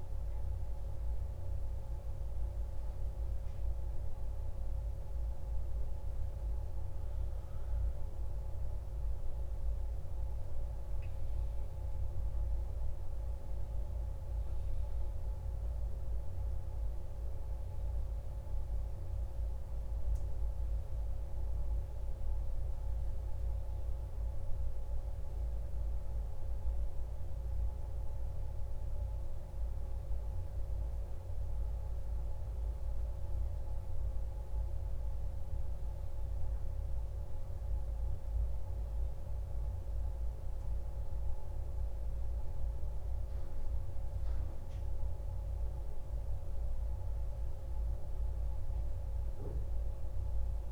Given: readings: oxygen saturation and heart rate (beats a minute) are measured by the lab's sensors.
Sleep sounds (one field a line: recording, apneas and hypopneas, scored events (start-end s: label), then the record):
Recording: breathing in sleep, hard to hear, by a room microphone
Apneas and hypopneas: none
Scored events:
none scored
From the record:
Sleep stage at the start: N1 (lightest sleep)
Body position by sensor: on the back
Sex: male